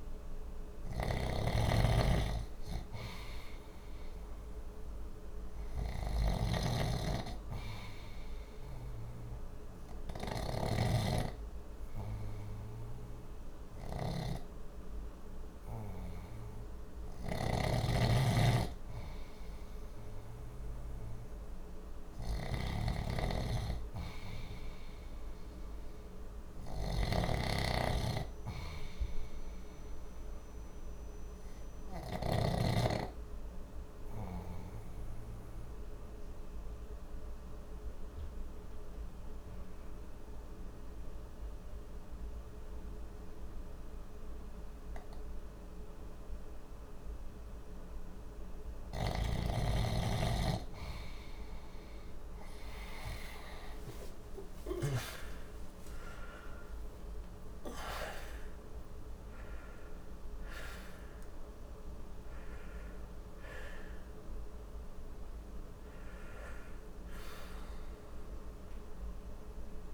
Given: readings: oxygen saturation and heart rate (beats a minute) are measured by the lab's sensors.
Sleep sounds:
breathing in sleep by a room microphone; 2
0.00-2.50 s: arousal
0.00-32.00 s: snoring (device-marked)
0.00-37.00 s: oxygen desaturation (device-marked, oxygen 90% lowest, heart rate 59 extreme)
8.50-21.00 s: hypopnea (oxygen 97% before, 90% lowest, heart rate 61 before, 61 extreme, up 1 after)
24.00-28.00 s: arousal
32.50-48.50 s: obstructive apnea (oxygen 94% before, 92% lowest, heart rate 62 before, 59 extreme, up 1 after)
53.00-58.00 s: arousal
From the record:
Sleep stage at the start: N2 (light sleep); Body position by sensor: on the left side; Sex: male

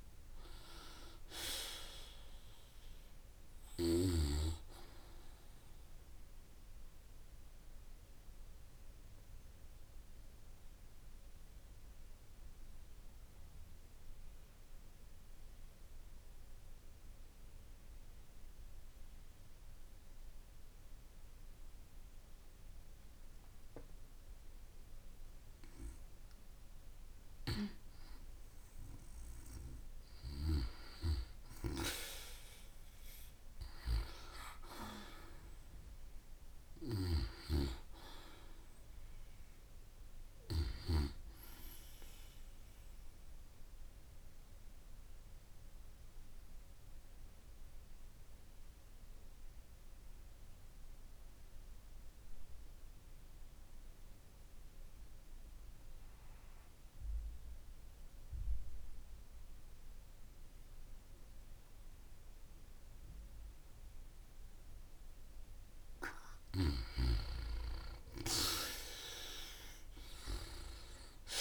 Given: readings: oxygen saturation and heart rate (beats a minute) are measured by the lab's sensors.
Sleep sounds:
breathing in sleep by a room microphone; 2
0.00-28.50 s: oxygen desaturation (device-marked, oxygen 87% lowest)
7.50-26.50 s: obstructive apnea (oxygen 96% before, 88% lowest)
29.00-33.00 s: arousal
38.50-55.50 s: oxygen desaturation (device-marked, oxygen 96% before, 90% lowest)
43.50-66.50 s: obstructive apnea (oxygen 96% before, 88% lowest)
From the record:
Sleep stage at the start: N2 (light sleep); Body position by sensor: on the back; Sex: female

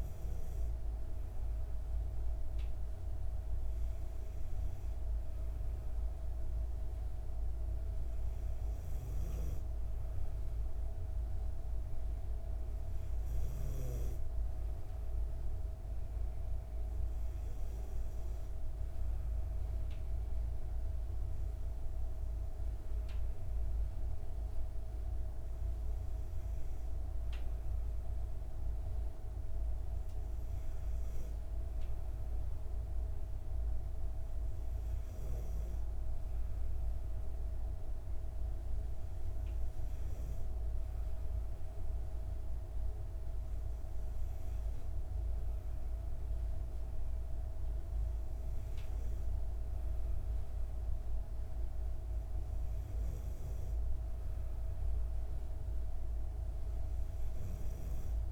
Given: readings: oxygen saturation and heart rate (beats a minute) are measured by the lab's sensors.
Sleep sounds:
breathing in sleep, hard to hear, by a room microphone; none
none scored
From the record:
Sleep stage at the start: N2 (light sleep); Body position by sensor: on the back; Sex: female

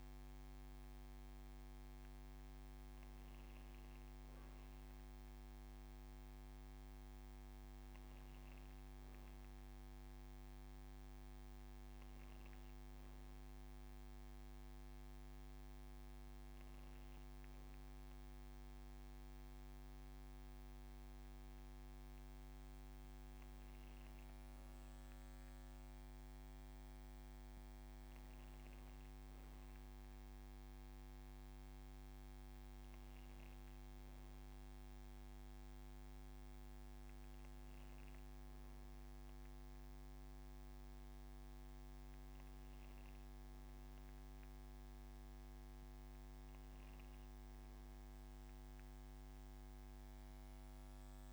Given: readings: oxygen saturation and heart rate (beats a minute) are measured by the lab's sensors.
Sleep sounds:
breathing in sleep, hard to hear, by a microphone on the trachea; none
0.00-1.50 s: long interval between heartbeats (device-marked, heart rate 49 extreme)
4.50-6.50 s: long interval between heartbeats (device-marked, heart rate 118 before, 53 extreme)
10.00-12.00 s: long interval between heartbeats (device-marked, heart rate 80 before, 29 extreme)
13.00-15.00 s: long interval between heartbeats (device-marked, heart rate 60 before, 36 extreme)
16.50-18.50 s: long interval between heartbeats (device-marked, heart rate 49 before, 72 extreme)
19.50-21.50 s: long interval between heartbeats (device-marked, heart rate 49 before, 90 extreme)
24.00-26.00 s: long interval between heartbeats (device-marked, heart rate 59 before, 67 extreme)
28.50-30.50 s: long interval between heartbeats (device-marked, heart rate 63 before, 99 extreme)
31.50-33.50 s: long interval between heartbeats (device-marked, heart rate 72 before, 80 extreme)
31.50-35.50 s: arousal
36.50-38.50 s: long interval between heartbeats (device-marked, heart rate 81 before, 93 extreme)
From the record:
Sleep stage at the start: N1 (lightest sleep); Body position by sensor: on the back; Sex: female

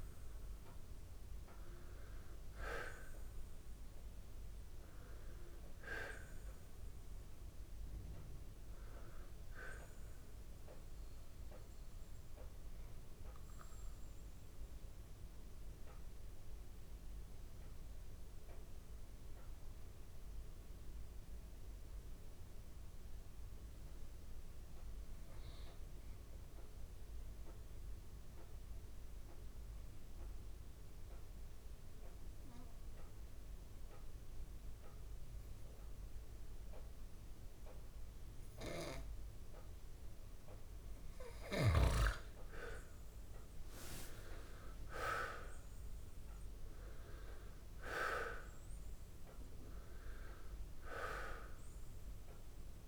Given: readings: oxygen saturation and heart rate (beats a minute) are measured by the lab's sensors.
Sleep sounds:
breathing in sleep by a room microphone; 1
0.00-18.00 s: oxygen desaturation (device-marked, oxygen 82% lowest, heart rate 66 extreme)
8.50-41.50 s: obstructive apnea (oxygen 98% before, 82% lowest, heart rate 95 before, 66 extreme, up 3 after)
36.00-52.88 s: oxygen desaturation (device-marked, oxygen 98% before, 85% lowest, heart rate 67 before, 66 extreme)
44.00-48.50 s: arousal
From the record:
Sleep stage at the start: N2 (light sleep); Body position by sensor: on the back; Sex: male

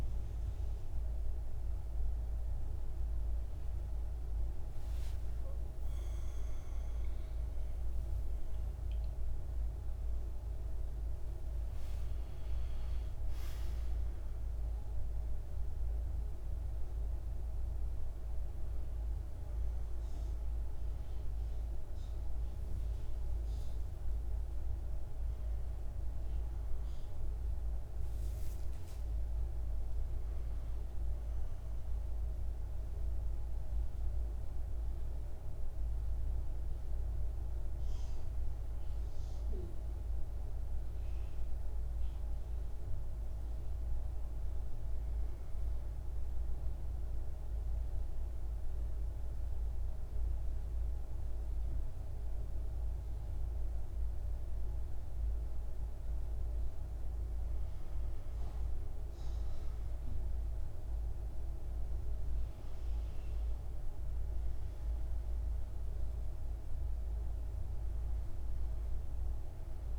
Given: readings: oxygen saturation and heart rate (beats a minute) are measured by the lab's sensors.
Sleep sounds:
breathing in sleep, hard to hear, by a room microphone; 1
0.00-9.00 s: oxygen desaturation (device-marked, oxygen 97% before, 93% lowest, heart rate 60 before, 62 extreme)
5.00-10.00 s: arousal
46.00-57.00 s: central apnea (oxygen 98% before, 89% lowest, heart rate 61 before, 58 extreme, up 5 after)
50.00-69.99 s: oxygen desaturation (device-marked, oxygen 98% before, 91% lowest, heart rate 61 before, 58 extreme)
59.00-62.50 s: arousal
From the record:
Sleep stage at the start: N1 (lightest sleep); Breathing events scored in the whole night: 528 in 6.7 hours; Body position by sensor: on the back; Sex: male

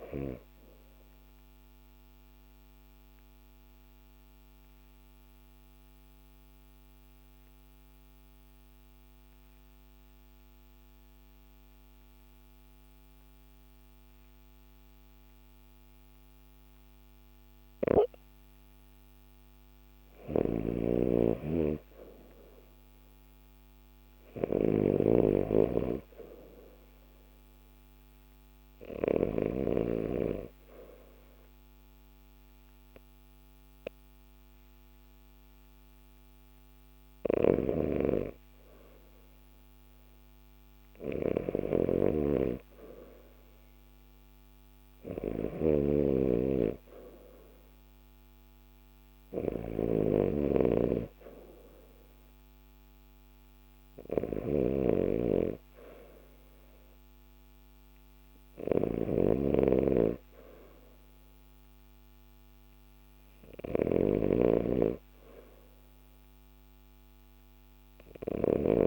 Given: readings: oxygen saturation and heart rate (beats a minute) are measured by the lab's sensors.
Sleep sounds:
breathing in sleep by a microphone on the trachea; 1
0.50-17.50 s: obstructive apnea (oxygen 96% before, 92% lowest, heart rate 54 before, 51 extreme, up 2 after)
17.00-20.50 s: snoring (device-marked)
20.00-23.50 s: arousal
37.00-68.87 s: snoring (device-marked)
51.00-59.00 s: oxygen desaturation (device-marked, oxygen 96% before, 92% lowest, heart rate 52 before, 51 extreme)
From the record:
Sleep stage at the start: REM sleep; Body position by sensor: on the left side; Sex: male

